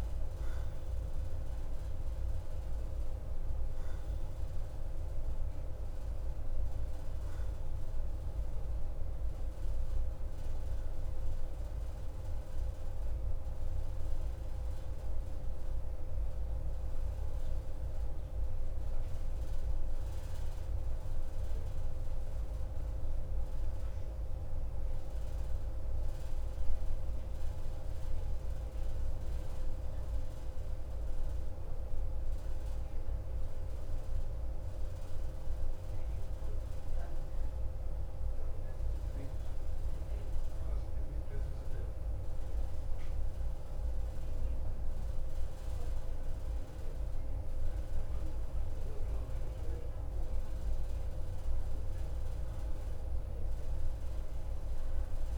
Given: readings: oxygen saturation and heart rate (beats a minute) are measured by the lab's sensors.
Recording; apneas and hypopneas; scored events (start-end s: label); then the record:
breathing in sleep, hard to hear, by a room microphone; 1
24.50-43.50 s: mixed apnea (oxygen 92% before, 89% lowest, heart rate 55 before, 51 extreme, up 0 after)
46.00-50.00 s: arousal
53.50-55.38 s: oxygen desaturation (device-marked, oxygen 95% before, 89% lowest, heart rate 52 before, 54 extreme)
From the record:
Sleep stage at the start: N2 (light sleep); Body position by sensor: on the right side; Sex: male